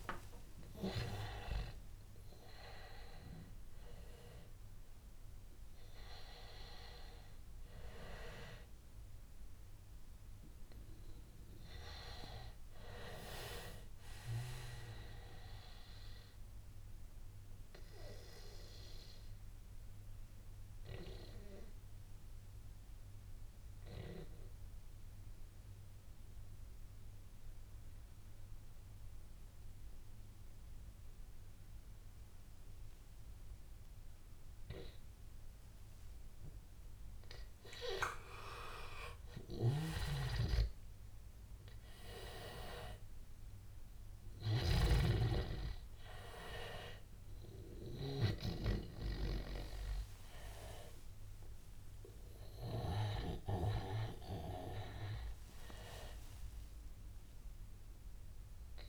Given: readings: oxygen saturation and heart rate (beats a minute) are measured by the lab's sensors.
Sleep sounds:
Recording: breathing in sleep by a room microphone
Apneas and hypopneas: 1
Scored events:
0.00-4.00 s: arousal
0.00-16.00 s: oxygen desaturation (device-marked, oxygen 84% lowest, heart rate 82 extreme)
16.50-36.00 s: obstructive apnea (oxygen 90% before, 88% lowest, heart rate 92 before, 82 extreme, up 10 after)
38.00-42.50 s: arousal
39.00-58.89 s: oxygen desaturation (device-marked, oxygen 99% before, 88% lowest, heart rate 85 before, 83 extreme)
44.50-48.50 s: snoring (device-marked)
From the record:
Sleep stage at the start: N2 (light sleep)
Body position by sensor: on the back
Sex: male

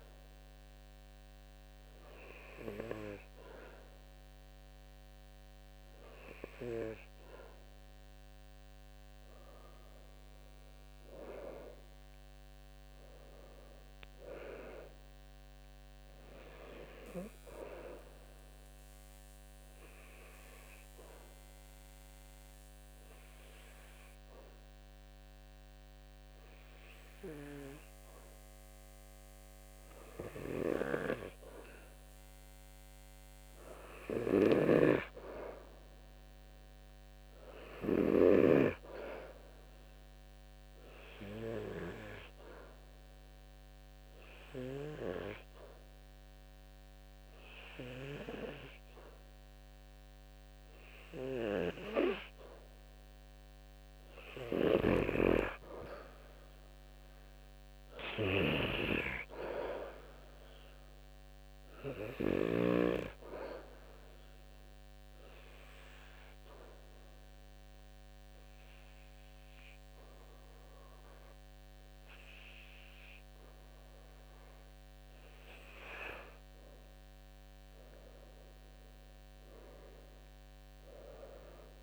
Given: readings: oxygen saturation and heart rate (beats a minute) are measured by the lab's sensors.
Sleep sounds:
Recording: breathing in sleep by a microphone on the trachea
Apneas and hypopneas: 3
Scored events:
11.00-14.00 s: arousal
18.00-30.00 s: obstructive apnea (oxygen 95% before, 91% lowest, heart rate 77 before, 71 extreme, up 2 after)
31.00-34.50 s: arousal
34.00-38.50 s: snoring (device-marked)
41.50-53.50 s: obstructive apnea (oxygen 95% before, 91% lowest, heart rate 72 before, 71 extreme, up 0 after)
50.50-66.50 s: oxygen desaturation (device-marked, oxygen 95% before, 91% lowest, heart rate 73 before, 71 extreme)
56.50-60.00 s: arousal
65.50-76.50 s: obstructive apnea (oxygen 95% before, 91% lowest, heart rate 73 before, 72 extreme, up 5 after)
79.00-81.83 s: arousal
From the record:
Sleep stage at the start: N2 (light sleep)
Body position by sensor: on the back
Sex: male

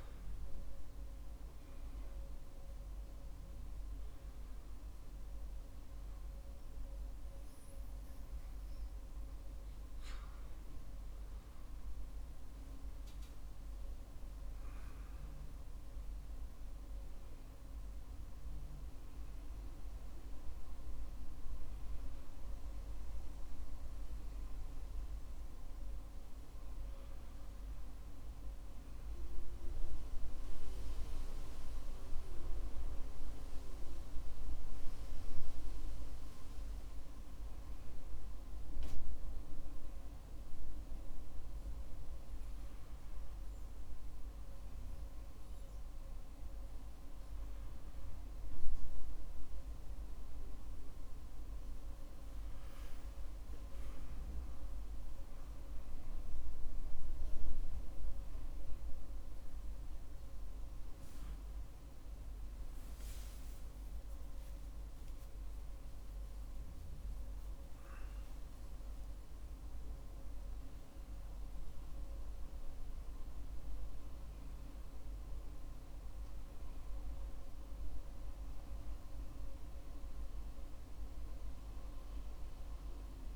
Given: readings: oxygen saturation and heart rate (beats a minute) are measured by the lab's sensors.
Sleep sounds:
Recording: breathing in sleep, hard to hear, by a room microphone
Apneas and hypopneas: none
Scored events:
49.00-83.36 s: new sleep stage, N1 (lightest sleep)
61.50-68.50 s: arousal
63.00-65.00 s: tachycardia (device-marked, heart rate 60 before, 97 extreme)
From the record:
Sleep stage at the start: N2 (light sleep)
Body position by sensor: on the back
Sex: male

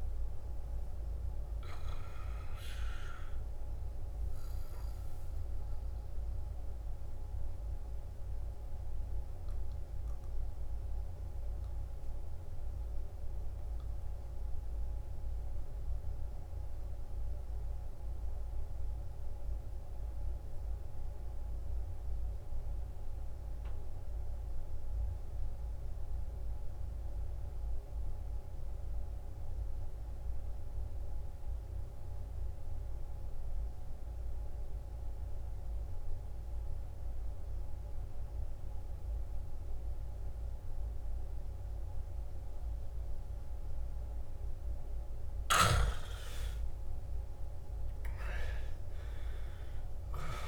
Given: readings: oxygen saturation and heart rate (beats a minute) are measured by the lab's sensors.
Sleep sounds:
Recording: breathing in sleep, hard to hear, by a room microphone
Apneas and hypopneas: 1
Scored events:
0.00-11.00 s: oxygen desaturation (device-marked, oxygen 86% lowest, heart rate 55 extreme)
5.50-44.00 s: mixed apnea (oxygen 96% before, 83% lowest, heart rate 66 before, 54 extreme, up 15 after)
32.00-50.48 s: oxygen desaturation (device-marked, oxygen 98% before, 83% lowest, heart rate 56 before, 53 extreme)
46.00-50.00 s: arousal
From the record:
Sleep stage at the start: N2 (light sleep)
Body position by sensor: on the back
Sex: male

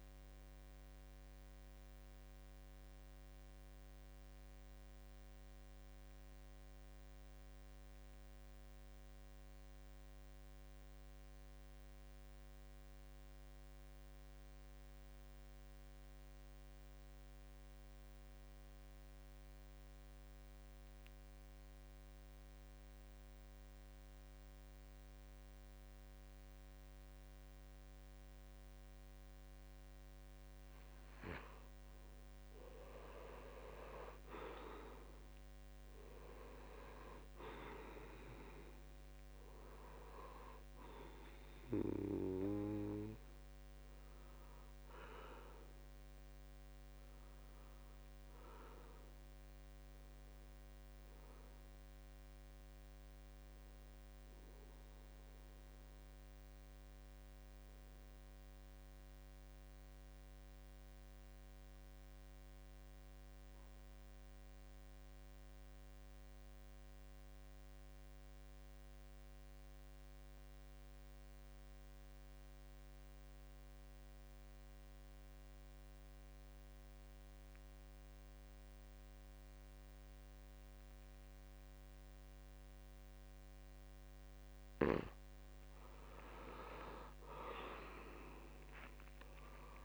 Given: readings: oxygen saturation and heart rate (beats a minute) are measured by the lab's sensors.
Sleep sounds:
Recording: breathing in sleep by a microphone on the trachea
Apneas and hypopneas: 2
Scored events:
0.00-5.00 s: oxygen desaturation (device-marked, oxygen 79% lowest, heart rate 65 extreme)
1.50-31.00 s: mixed apnea (oxygen 86% before, 81% lowest, heart rate 77 before, 65 extreme, up 3 after)
25.00-55.00 s: oxygen desaturation (device-marked, oxygen 95% before, 81% lowest, heart rate 69 before, 65 extreme)
34.50-39.00 s: arousal
56.00-85.00 s: mixed apnea (oxygen 94% before, 79% lowest, heart rate 71 before, 66 extreme, up 8 after)
74.00-89.85 s: oxygen desaturation (device-marked, oxygen 95% before, 79% lowest, heart rate 68 before, 67 extreme)
89.00-89.85 s: new sleep stage, awake
From the record:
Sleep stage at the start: N2 (light sleep)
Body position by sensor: on the back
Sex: male

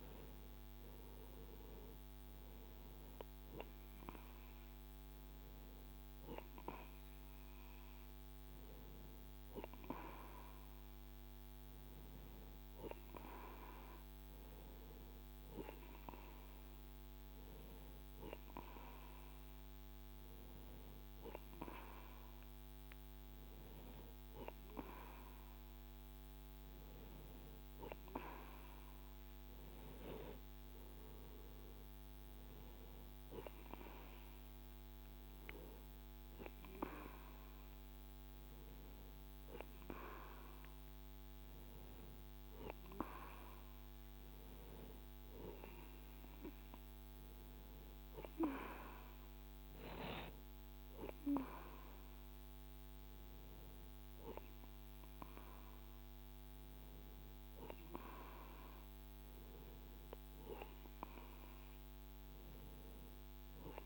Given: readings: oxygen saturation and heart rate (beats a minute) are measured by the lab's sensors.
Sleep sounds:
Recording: breathing in sleep by a microphone on the trachea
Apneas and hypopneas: none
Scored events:
none scored
From the record:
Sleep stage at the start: N2 (light sleep)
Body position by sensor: on the right side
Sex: male

